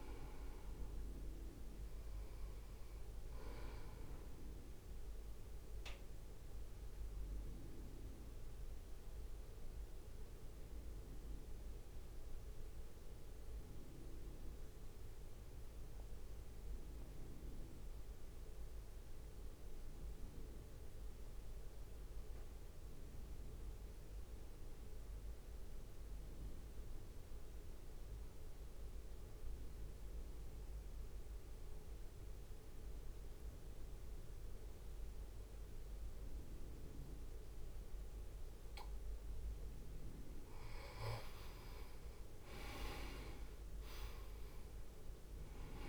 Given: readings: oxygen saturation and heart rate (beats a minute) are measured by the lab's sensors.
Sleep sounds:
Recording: breathing in sleep, hard to hear, by a room microphone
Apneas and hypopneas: 1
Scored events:
0.00-8.50 s: drop in pulse transit time (device-marked, heart rate 54 extreme)
0.00-23.50 s: oxygen desaturation (device-marked, oxygen 84% lowest, heart rate 54 extreme)
5.50-38.50 s: mixed apnea (oxygen 98% before, 84% lowest, heart rate 58 before, 54 extreme, up 9 after)
36.50-45.89 s: oxygen desaturation (device-marked, oxygen 98% before, 85% lowest, heart rate 67 before, 54 extreme)
44.50-45.89 s: arousal
From the record:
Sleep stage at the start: N2 (light sleep)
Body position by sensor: on the right side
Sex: male

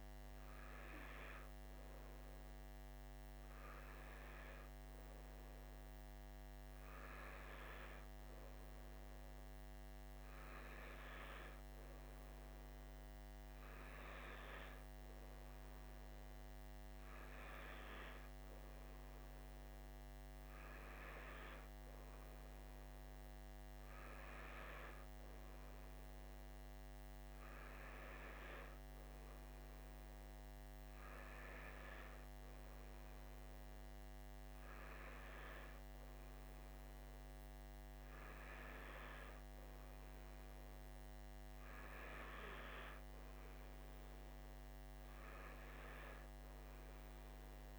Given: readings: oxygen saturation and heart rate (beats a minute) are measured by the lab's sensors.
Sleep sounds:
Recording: breathing in sleep by a microphone on the trachea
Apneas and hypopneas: none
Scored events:
none scored
From the record:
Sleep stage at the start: N2 (light sleep)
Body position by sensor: on the right side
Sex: male

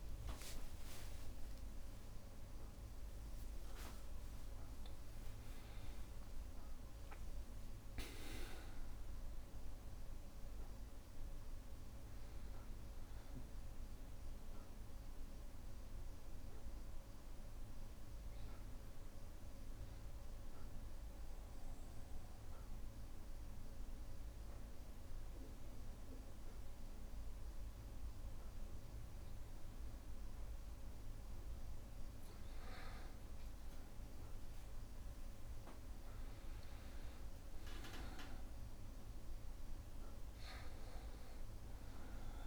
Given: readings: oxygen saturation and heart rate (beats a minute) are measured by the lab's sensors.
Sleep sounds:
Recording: a person partly awake in a sleep study, hard to hear, by a room microphone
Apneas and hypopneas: 1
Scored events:
0.00-2.00 s: long interval between heartbeats (device-marked, heart rate 62 before, 72 extreme)
5.50-7.50 s: long interval between heartbeats (device-marked, heart rate 66 before, 84 extreme)
17.50-42.47 s: new sleep stage, N1 (lightest sleep)
20.00-31.50 s: obstructive apnea (oxygen 99% before, 93% lowest, heart rate 73 before, 61 extreme, up 2 after)
34.50-39.00 s: arousal
From the record:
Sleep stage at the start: awake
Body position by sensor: on the back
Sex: male

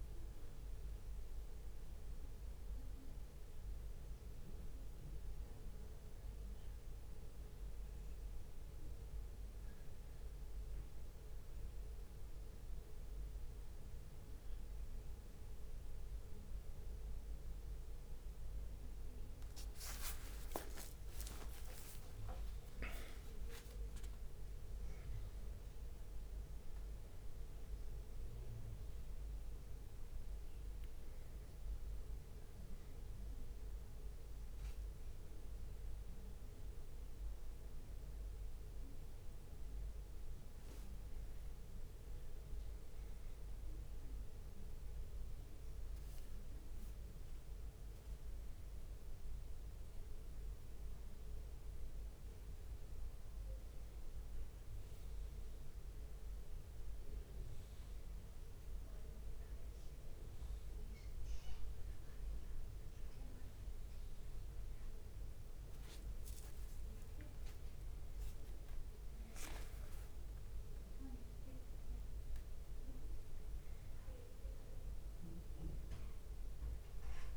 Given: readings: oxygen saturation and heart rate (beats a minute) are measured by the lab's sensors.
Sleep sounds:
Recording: breathing in sleep, hard to hear, by a room microphone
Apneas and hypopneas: none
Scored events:
19.00-26.00 s: tachycardia (device-marked, heart rate 73 before, 126 extreme)
21.50-23.50 s: leg movement (device-marked)
21.50-27.00 s: arousal
22.00-24.00 s: long interval between heartbeats (device-marked, heart rate 66 before, 113 extreme)
24.00-35.00 s: drop in pulse transit time (device-marked, heart rate 71 before, 65 extreme)
27.00-29.00 s: long interval between heartbeats (device-marked, heart rate 81 before, 118 extreme)
30.50-38.50 s: leg movement (device-marked)
41.00-43.00 s: long interval between heartbeats (device-marked, heart rate 91 before, 79 extreme)
41.00-48.00 s: leg movement (device-marked)
49.50-54.50 s: leg movement (device-marked)
53.00-55.00 s: long interval between heartbeats (device-marked, heart rate 71 before, 74 extreme)
56.00-60.50 s: leg movement (device-marked)
62.00-67.00 s: leg movement (device-marked)
66.00-68.00 s: long interval between heartbeats (device-marked, heart rate 72 before, 73 extreme)
68.50-74.00 s: leg movement (device-marked)
69.00-77.37 s: drop in pulse transit time (device-marked, heart rate 72 before, 66 extreme)
76.00-77.37 s: leg movement (device-marked)
77.00-77.37 s: new sleep stage, awake
From the record:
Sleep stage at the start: N2 (light sleep)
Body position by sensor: on the back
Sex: male

